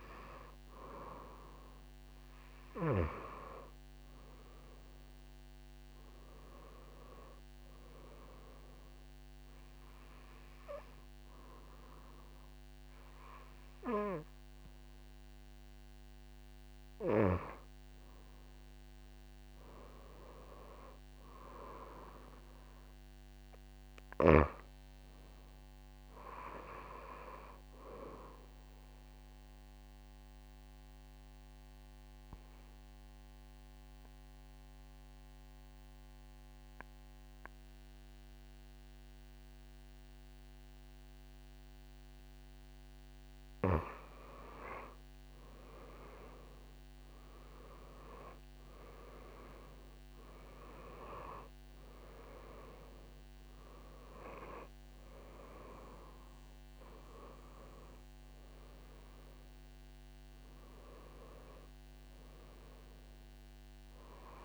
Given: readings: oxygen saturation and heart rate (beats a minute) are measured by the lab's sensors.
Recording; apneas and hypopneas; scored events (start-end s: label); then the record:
breathing in sleep by a microphone on the trachea; 1
29.50-43.00 s: obstructive apnea (oxygen 96% before, 89% lowest)
44.50-48.00 s: arousal
49.50-64.44 s: oxygen desaturation (device-marked, oxygen 95% before, 89% lowest)
From the record:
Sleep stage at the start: N2 (light sleep); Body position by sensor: on the back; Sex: female